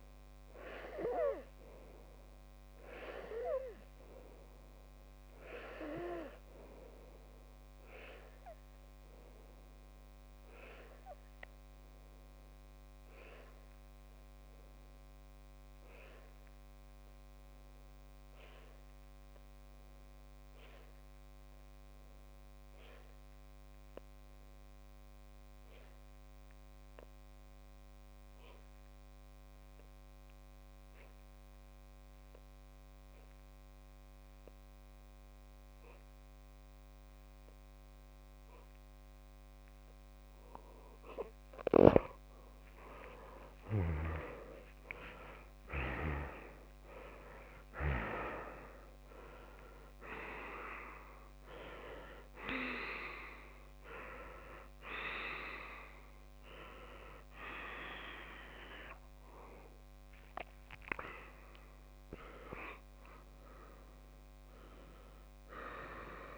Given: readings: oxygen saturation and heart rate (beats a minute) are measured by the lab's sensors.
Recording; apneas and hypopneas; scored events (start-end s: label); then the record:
breathing in sleep by a microphone on the trachea; 1
0.00-3.50 s: oxygen desaturation (device-marked, oxygen 95% lowest)
3.50-39.50 s: obstructive apnea (oxygen 98% before, 93% lowest)
40.50-52.50 s: oxygen desaturation (device-marked, oxygen 98% before, 94% lowest)
42.50-47.00 s: arousal
49.50-66.38 s: new sleep stage, N1 (lightest sleep)
From the record:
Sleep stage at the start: N2 (light sleep); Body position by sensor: on the left side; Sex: male